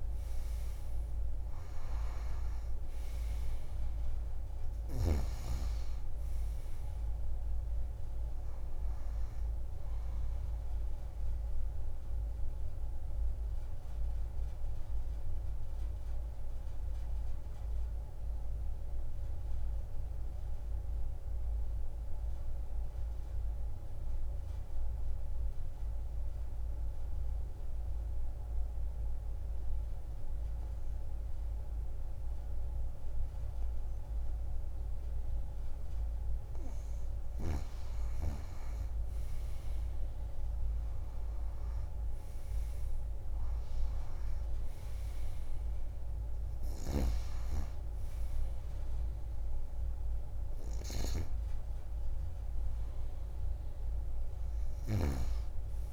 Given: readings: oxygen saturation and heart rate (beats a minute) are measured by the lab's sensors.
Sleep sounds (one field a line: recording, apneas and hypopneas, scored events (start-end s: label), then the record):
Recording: breathing in sleep by a room microphone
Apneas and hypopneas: 1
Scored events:
0.00-29.00 s: oxygen desaturation (device-marked, oxygen 87% lowest)
12.00-36.50 s: obstructive apnea (oxygen 98% before, 87% lowest)
34.00-55.93 s: oxygen desaturation (device-marked, oxygen 98% before, 88% lowest)
40.00-44.50 s: arousal
From the record:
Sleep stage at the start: N2 (light sleep)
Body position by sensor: on the back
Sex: female